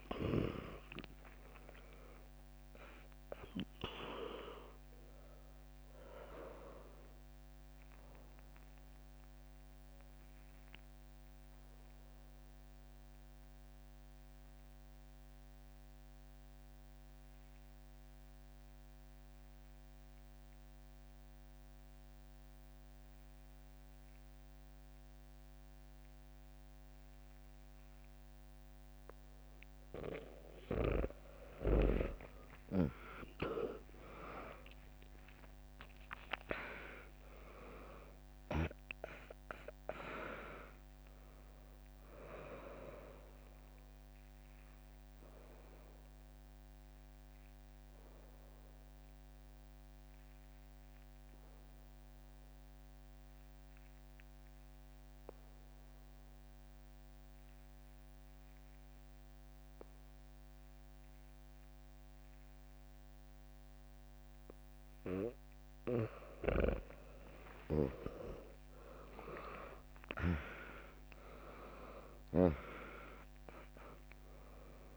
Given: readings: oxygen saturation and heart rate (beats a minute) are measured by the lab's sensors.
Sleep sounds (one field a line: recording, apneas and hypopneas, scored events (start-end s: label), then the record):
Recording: breathing in sleep by a microphone on the trachea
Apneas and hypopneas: 2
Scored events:
0.00-1.00 s: arousal
0.00-9.00 s: drop in pulse transit time (device-marked, heart rate 64 extreme)
1.00-20.00 s: oxygen desaturation (device-marked, oxygen 99% before, 95% lowest, heart rate 65 before, 61 extreme)
9.00-31.00 s: obstructive apnea (oxygen 100% before, 95% lowest, heart rate 69 before, 61 extreme, up 7 after)
31.50-37.00 s: arousal
34.00-61.00 s: oxygen desaturation (device-marked, oxygen 100% before, 95% lowest, heart rate 69 before, 62 extreme)
35.00-47.00 s: drop in pulse transit time (device-marked, heart rate 69 before, 62 extreme)
46.00-64.50 s: obstructive apnea (oxygen 100% before, 95% lowest, heart rate 67 before, 62 extreme, up 1 after)
67.00-71.00 s: arousal
69.00-74.97 s: drop in pulse transit time (device-marked, heart rate 65 before, 63 extreme)
From the record:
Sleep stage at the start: N2 (light sleep)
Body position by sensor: on the back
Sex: female